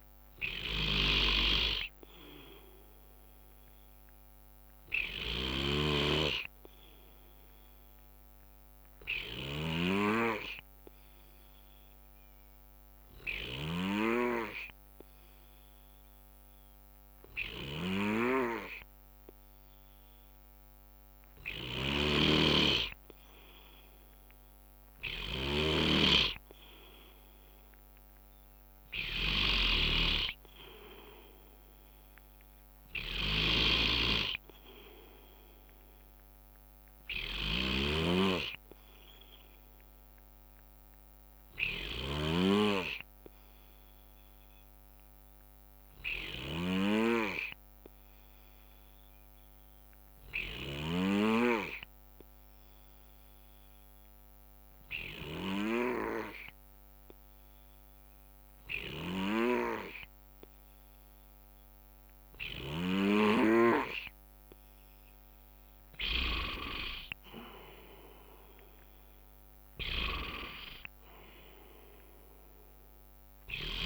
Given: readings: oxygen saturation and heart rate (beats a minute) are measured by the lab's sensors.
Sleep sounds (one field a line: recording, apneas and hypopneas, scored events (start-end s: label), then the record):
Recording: breathing in sleep by a microphone on the trachea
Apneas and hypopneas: 2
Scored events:
0.00-3.00 s: arousal
5.50-14.00 s: snoring (device-marked)
8.50-22.00 s: obstructive apnea (oxygen 96% before, 92% lowest, heart rate 63 before, 58 extreme, up 6 after)
21.50-51.00 s: snoring (device-marked)
24.00-28.50 s: arousal
41.00-44.00 s: bradycardia (device-marked, heart rate 70 before, 58 extreme)
43.50-65.50 s: obstructive apnea (oxygen 95% before, 92% lowest, heart rate 65 before, 55 extreme, up 4 after)
45.00-48.00 s: bradycardia (device-marked, heart rate 70 before, 58 extreme)
65.00-73.86 s: oxygen desaturation (device-marked, oxygen 96% before, 92% lowest, heart rate 62 before, 55 extreme)
67.00-71.50 s: arousal
From the record:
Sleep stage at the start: N2 (light sleep)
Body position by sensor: on the right side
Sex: male